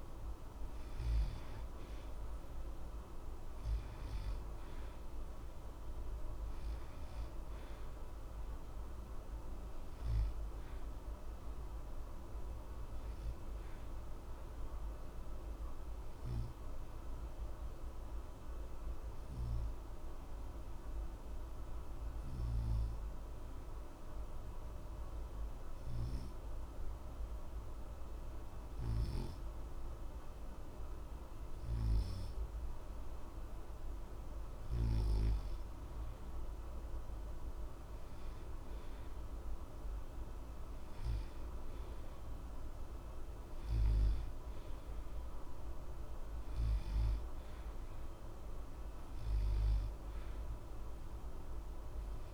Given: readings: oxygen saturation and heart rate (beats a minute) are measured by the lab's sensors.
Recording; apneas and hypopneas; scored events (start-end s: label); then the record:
breathing in sleep, hard to hear, by a room microphone; 1
2.50-24.50 s: oxygen desaturation (device-marked, oxygen 91% before, 86% lowest, heart rate 61 before, 60 extreme)
15.50-34.00 s: obstructive apnea (oxygen 91% before, 86% lowest, heart rate 61 before, 60 extreme, up 0 after)
36.00-40.00 s: arousal
42.50-52.34 s: oxygen desaturation (device-marked, oxygen 93% before, 88% lowest, heart rate 61 before, 60 extreme)
From the record:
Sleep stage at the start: N2 (light sleep); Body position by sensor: on the back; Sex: male